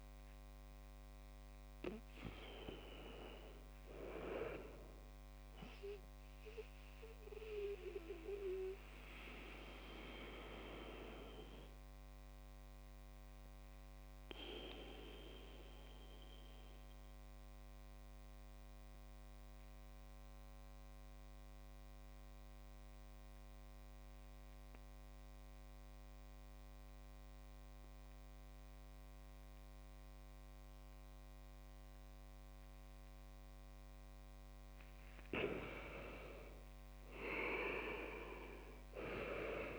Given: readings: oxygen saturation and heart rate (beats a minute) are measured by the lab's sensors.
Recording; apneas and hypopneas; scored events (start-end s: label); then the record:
breathing in sleep by a microphone on the trachea; 1
0.00-2.00 s: arousal
7.00-34.00 s: obstructive apnea (oxygen 95% before, 93% lowest)
35.00-38.50 s: arousal
From the record:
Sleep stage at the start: REM sleep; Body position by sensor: on the back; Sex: male